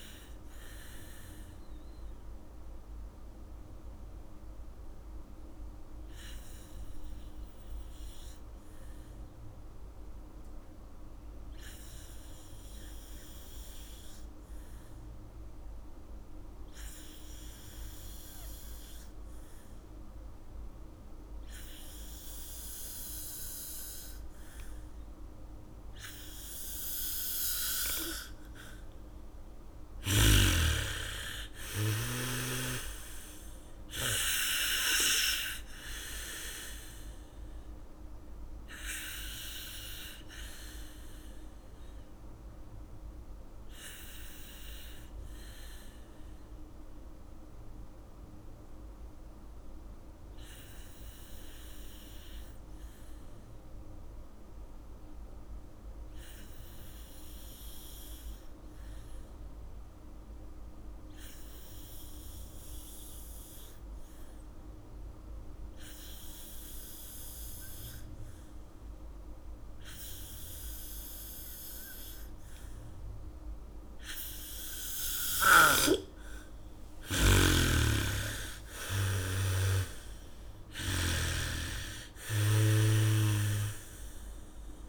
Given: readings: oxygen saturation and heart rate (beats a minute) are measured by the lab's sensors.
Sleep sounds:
breathing in sleep by a room microphone; 2
0.00-11.00 s: oxygen desaturation (device-marked, oxygen 78% lowest, heart rate 46 extreme)
0.50-29.00 s: mixed apnea (oxygen 95% before, 78% lowest, heart rate 68 before, 46 extreme, up 11 after)
18.00-25.00 s: bradycardia (device-marked, heart rate 69 before, 50 extreme)
23.00-59.00 s: oxygen desaturation (device-marked, oxygen 98% before, 79% lowest, heart rate 72 before, 46 extreme)
27.00-34.00 s: bradycardia (device-marked, heart rate 69 before, 46 extreme)
33.50-37.50 s: arousal
41.00-76.00 s: obstructive apnea (oxygen 98% before, 77% lowest, heart rate 57 before, 50 extreme, up 9 after)
61.00-84.88 s: oxygen desaturation (device-marked, oxygen 98% before, 77% lowest, heart rate 78 before, 50 extreme)
72.00-79.00 s: bradycardia (device-marked, heart rate 69 before, 56 extreme)
78.00-81.00 s: arousal
78.00-82.00 s: snoring (device-marked)
From the record:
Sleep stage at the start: N2 (light sleep); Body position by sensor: on the back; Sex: female

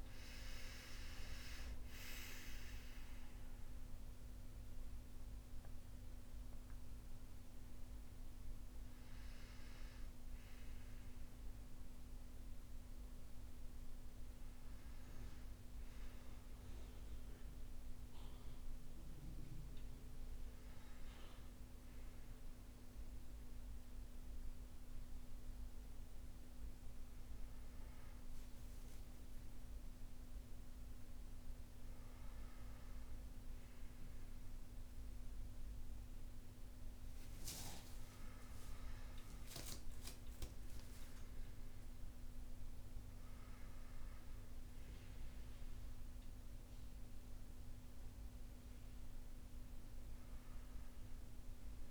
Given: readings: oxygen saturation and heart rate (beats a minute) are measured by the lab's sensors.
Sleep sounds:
a person partly awake in a sleep study, hard to hear, by a room microphone; none
11.50-51.91 s: new sleep stage, N1 (lightest sleep)
From the record:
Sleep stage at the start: awake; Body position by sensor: on the right side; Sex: male

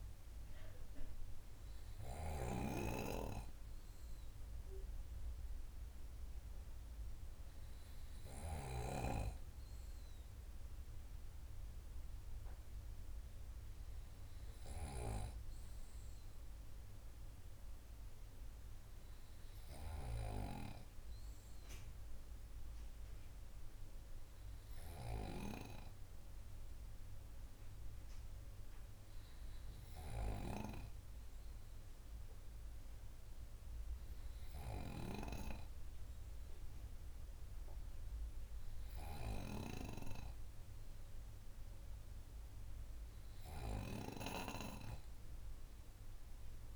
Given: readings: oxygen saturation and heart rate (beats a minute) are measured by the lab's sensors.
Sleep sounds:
breathing in sleep by a room microphone; none
none scored
From the record:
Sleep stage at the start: N2 (light sleep); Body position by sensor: on the right side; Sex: male

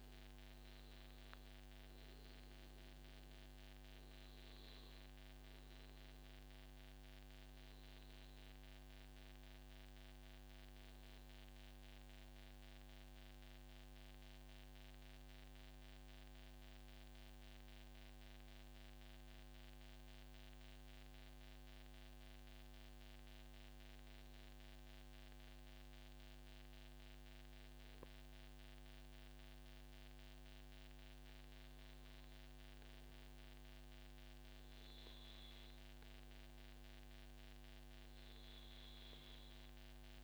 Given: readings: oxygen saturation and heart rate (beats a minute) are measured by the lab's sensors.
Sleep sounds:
breathing in sleep, hard to hear, by a microphone on the trachea; 1
0.00-13.50 s: oxygen desaturation (device-marked, oxygen 91% lowest, heart rate 92 extreme)
3.00-24.50 s: obstructive apnea (oxygen 97% before, 91% lowest, heart rate 141 before, 92 extreme, up 52 after)
12.00-14.00 s: long interval between heartbeats (device-marked, heart rate 142 before, 134 extreme)
17.50-19.50 s: long interval between heartbeats (device-marked, heart rate 138 before, 97 extreme)
26.00-29.50 s: arousal
From the record:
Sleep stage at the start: N2 (light sleep); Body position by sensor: on the back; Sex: male

